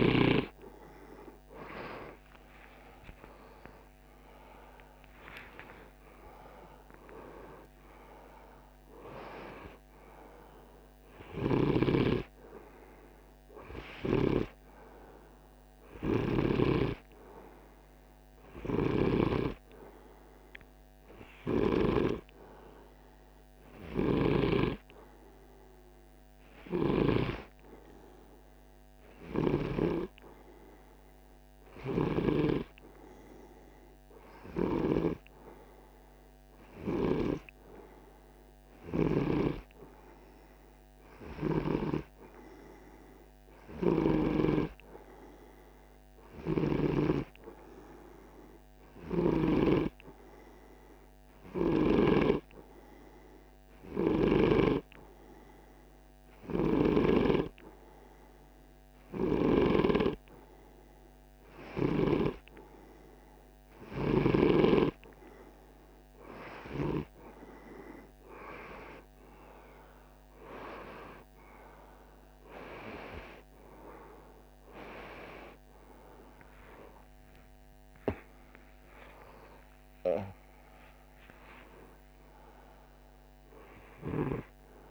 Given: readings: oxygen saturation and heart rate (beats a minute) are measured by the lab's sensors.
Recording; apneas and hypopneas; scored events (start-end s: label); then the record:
breathing in sleep by a microphone on the trachea; none
1.50-7.00 s: arousal
10.50-16.00 s: snoring (device-marked)
18.00-26.50 s: snoring (device-marked)
43.00-46.50 s: snoring (device-marked)
76.00-80.50 s: arousal
From the record:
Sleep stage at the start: N2 (light sleep); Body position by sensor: on the right side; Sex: male